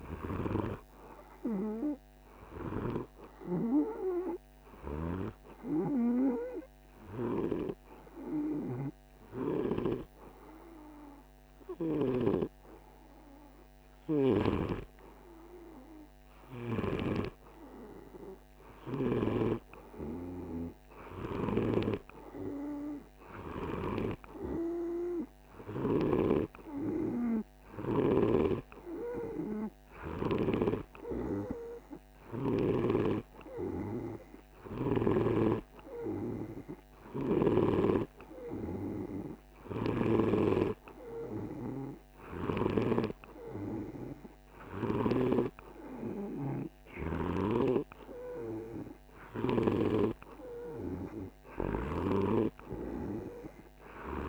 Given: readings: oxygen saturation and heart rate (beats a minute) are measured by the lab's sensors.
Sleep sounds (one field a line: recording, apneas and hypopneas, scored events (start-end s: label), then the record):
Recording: breathing in sleep by a microphone on the trachea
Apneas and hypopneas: 1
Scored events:
1.50-13.50 s: hypopnea (oxygen 98% before, 95% lowest, heart rate 52 before, 50 extreme, up 3 after)
14.50-19.00 s: arousal
16.00-34.50 s: snoring (device-marked)
39.00-44.50 s: snoring (device-marked)
From the record:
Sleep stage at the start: N2 (light sleep)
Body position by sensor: on the right side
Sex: male